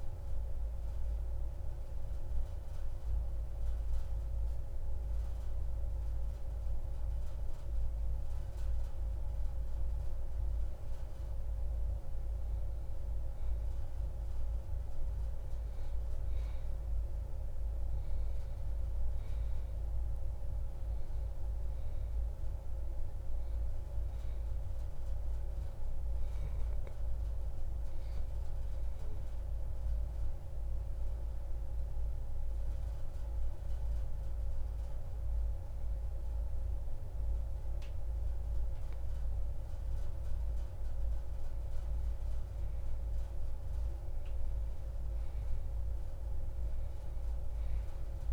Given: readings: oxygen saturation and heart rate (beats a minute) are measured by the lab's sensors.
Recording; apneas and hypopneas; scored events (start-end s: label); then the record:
breathing in sleep, hard to hear, by a room microphone; 2
0.00-1.50 s: oxygen desaturation (device-marked, oxygen 91% lowest)
1.00-12.50 s: central apnea (oxygen 94% before, 91% lowest)
16.00-19.50 s: arousal
19.50-35.50 s: oxygen desaturation (device-marked, oxygen 95% before, 91% lowest)
27.00-39.00 s: hypopnea (oxygen 96% before, 91% lowest)
44.00-48.33 s: arousal
From the record:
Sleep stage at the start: N2 (light sleep); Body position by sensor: on the back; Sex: male